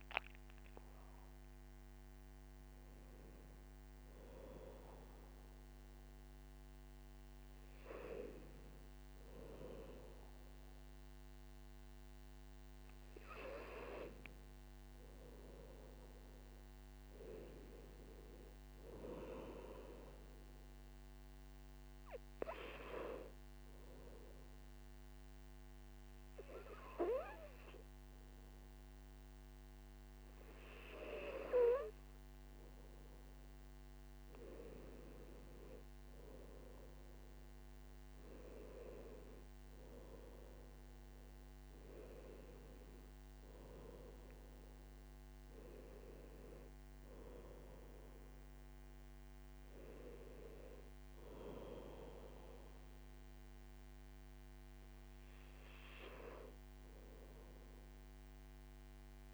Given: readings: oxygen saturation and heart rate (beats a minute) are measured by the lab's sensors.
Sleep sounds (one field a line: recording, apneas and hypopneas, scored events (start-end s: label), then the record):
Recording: breathing in sleep by a microphone on the trachea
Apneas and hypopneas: 1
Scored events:
0.00-2.00 s: long interval between heartbeats (device-marked, heart rate 81 before, 94 extreme)
24.00-35.50 s: obstructive apnea (oxygen 98% before, 95% lowest, heart rate 69 before, 58 extreme, up 17 after)
38.50-43.00 s: arousal
From the record:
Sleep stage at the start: N2 (light sleep)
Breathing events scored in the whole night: 202 in 4.0 hours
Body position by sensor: on the right side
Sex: male